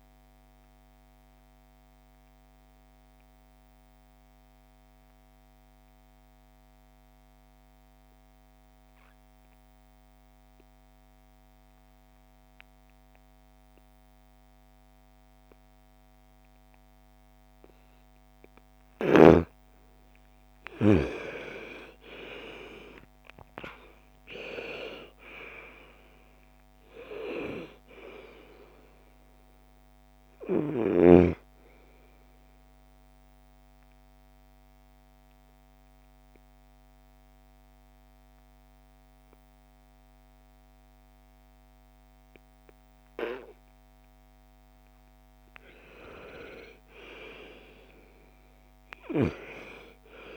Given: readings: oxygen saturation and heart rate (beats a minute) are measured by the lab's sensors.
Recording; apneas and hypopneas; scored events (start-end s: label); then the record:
breathing in sleep by a microphone on the trachea; 2
0.00-2.50 s: oxygen desaturation (device-marked, oxygen 87% lowest, heart rate 38 extreme)
0.50-17.50 s: obstructive apnea (oxygen 98% before, 86% lowest, heart rate 63 before, 38 extreme, up 22 after)
18.50-40.50 s: oxygen desaturation (device-marked, oxygen 98% before, 86% lowest, heart rate 52 before, 54 extreme)
20.50-23.50 s: arousal
32.00-45.00 s: obstructive apnea (oxygen 98% before, 85% lowest, heart rate 53 before, 54 extreme, up 15 after)
47.00-50.37 s: arousal
From the record:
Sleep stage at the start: N2 (light sleep); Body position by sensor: on the right side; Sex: female